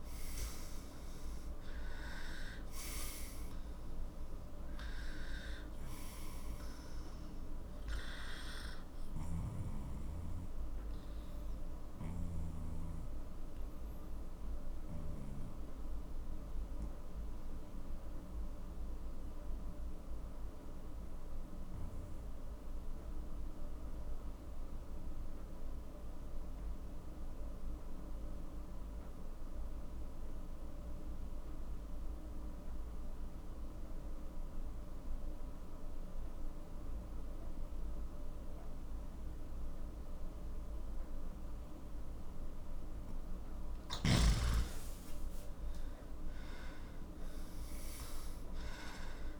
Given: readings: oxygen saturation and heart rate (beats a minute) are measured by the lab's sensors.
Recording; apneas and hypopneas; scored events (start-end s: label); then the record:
breathing in sleep, hard to hear, by a room microphone; 1
0.00-21.00 s: oxygen desaturation (device-marked, oxygen 91% lowest, heart rate 40 extreme)
10.00-42.50 s: obstructive apnea (oxygen 98% before, 90% lowest, heart rate 53 before, 39 extreme, up 12 after)
36.00-49.40 s: oxygen desaturation (device-marked, oxygen 98% before, 90% lowest, heart rate 43 before, 39 extreme)
45.50-49.00 s: arousal
From the record:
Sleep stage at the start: N2 (light sleep); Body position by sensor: on the left side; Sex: male